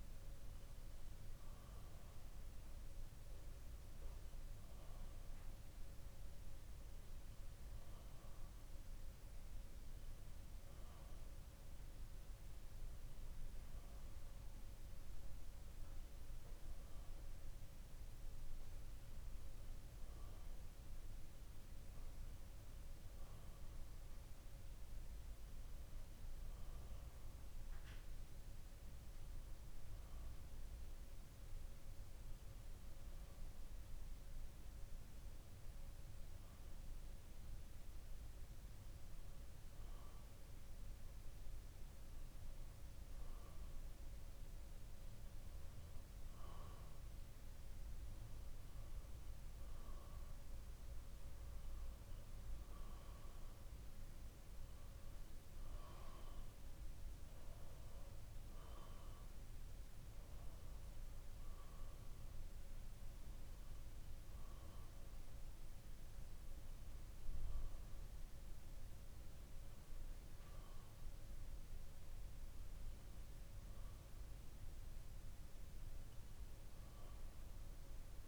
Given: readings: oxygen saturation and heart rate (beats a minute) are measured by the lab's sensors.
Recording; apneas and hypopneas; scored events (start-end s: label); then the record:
breathing in sleep, hard to hear, by a room microphone; none
none scored
From the record:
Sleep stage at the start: N2 (light sleep); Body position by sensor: on the back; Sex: male